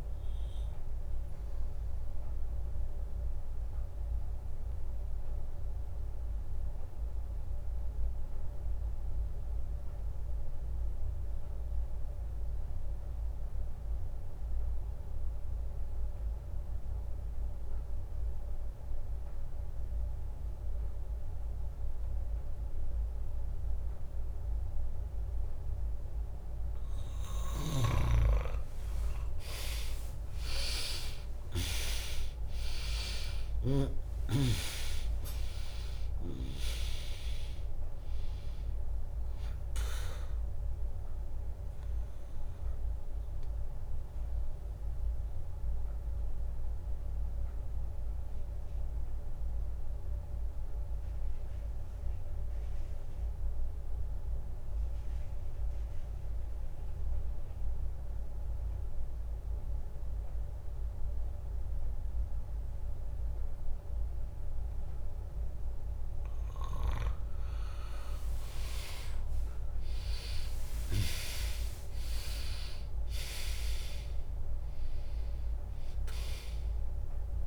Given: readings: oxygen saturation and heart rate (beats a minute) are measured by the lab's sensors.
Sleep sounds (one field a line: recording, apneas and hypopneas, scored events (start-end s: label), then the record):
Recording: breathing in sleep by a room microphone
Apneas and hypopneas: 2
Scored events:
0.00-4.50 s: drop in pulse transit time (device-marked, heart rate 61 extreme)
0.00-15.50 s: oxygen desaturation (device-marked, oxygen 95% lowest, heart rate 59 extreme)
1.50-27.00 s: obstructive apnea (oxygen 100% before, 94% lowest, heart rate 66 before, 59 extreme, up 6 after)
18.50-20.50 s: bradycardia (device-marked, heart rate 68 before, 64 extreme)
28.50-57.50 s: oxygen desaturation (device-marked, oxygen 100% before, 94% lowest, heart rate 68 before, 58 extreme)
30.00-35.00 s: arousal
31.50-44.50 s: drop in pulse transit time (device-marked, heart rate 65 before, 61 extreme)
41.00-66.00 s: obstructive apnea (oxygen 100% before, 94% lowest, heart rate 64 before, 58 extreme, up 3 after)
68.00-72.00 s: arousal
70.50-77.47 s: drop in pulse transit time (device-marked, heart rate 71 before, 62 extreme)
71.50-77.47 s: oxygen desaturation (device-marked, oxygen 100% before, 95% lowest, heart rate 70 before, 62 extreme)
From the record:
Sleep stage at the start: N2 (light sleep)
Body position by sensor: on the back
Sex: female